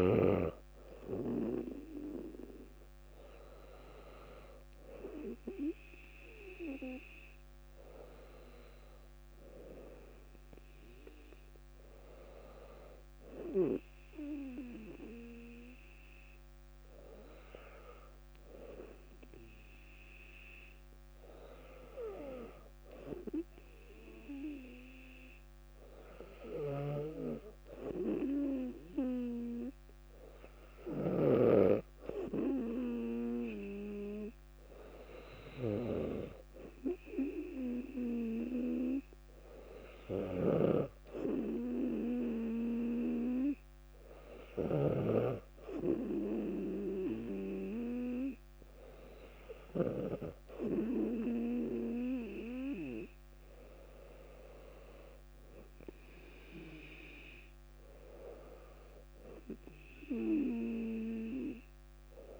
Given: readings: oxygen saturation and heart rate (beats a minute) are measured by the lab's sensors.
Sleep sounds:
breathing in sleep by a microphone on the trachea; none
40.50-45.00 s: snoring (device-marked)
From the record:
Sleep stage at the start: N2 (light sleep); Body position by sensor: on the back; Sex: female

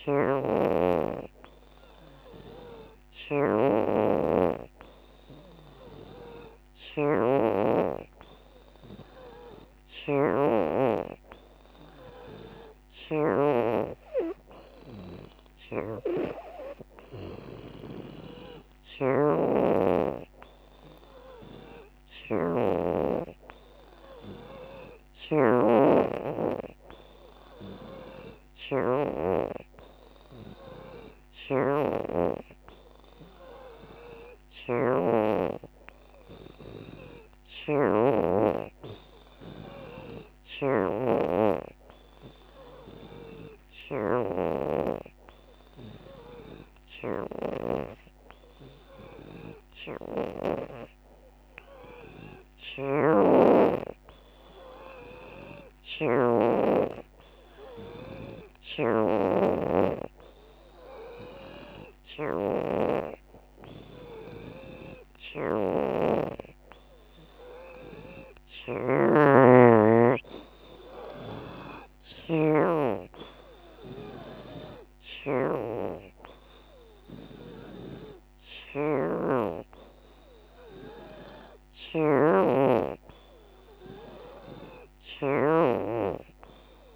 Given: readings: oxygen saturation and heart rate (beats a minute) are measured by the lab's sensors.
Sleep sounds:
breathing in sleep by a microphone on the trachea; none
59.50-74.50 s: oxygen desaturation (device-marked, oxygen 81% before, 76% lowest, heart rate 85 before, 80 extreme)
76.50-86.96 s: oxygen desaturation (device-marked, oxygen 80% before, 77% lowest, heart rate 86 before, 81 extreme)
From the record:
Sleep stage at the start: N3 (deep sleep); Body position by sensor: on the back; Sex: female

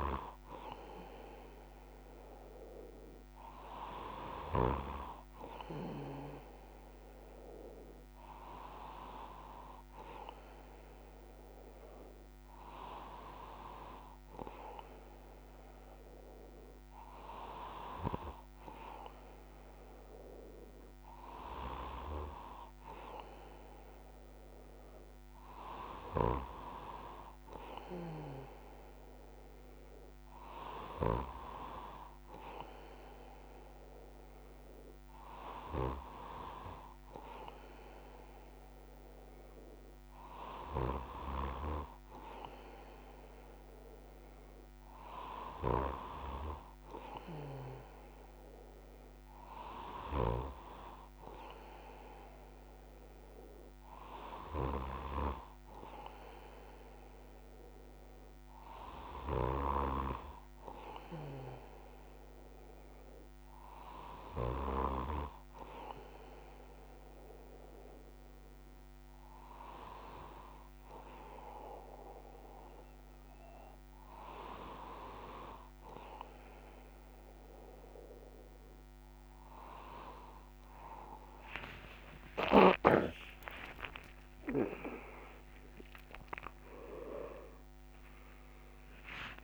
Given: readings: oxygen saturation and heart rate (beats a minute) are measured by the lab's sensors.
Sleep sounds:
breathing in sleep by a microphone on the trachea; none
81.00-89.44 s: new sleep stage, N3 (deep sleep)
From the record:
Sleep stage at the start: N2 (light sleep); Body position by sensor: on the left side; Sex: male

